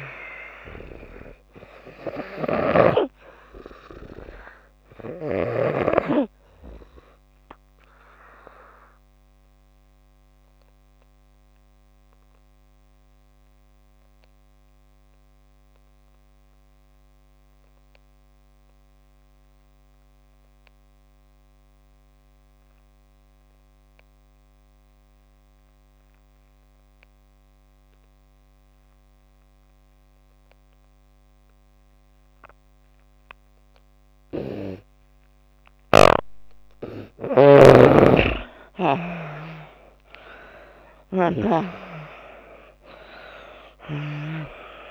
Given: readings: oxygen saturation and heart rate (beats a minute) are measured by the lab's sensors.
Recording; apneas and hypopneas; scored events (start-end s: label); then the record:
breathing in sleep by a microphone on the trachea; 1
0.00-26.00 s: oxygen desaturation (device-marked, oxygen 83% lowest)
2.00-5.50 s: snoring (device-marked)
6.50-33.50 s: obstructive apnea (oxygen 98% before, 80% lowest)
37.00-41.00 s: arousal
41.00-44.91 s: oxygen desaturation (device-marked, oxygen 97% before, 80% lowest)
From the record:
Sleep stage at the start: N2 (light sleep); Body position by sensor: on the back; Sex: female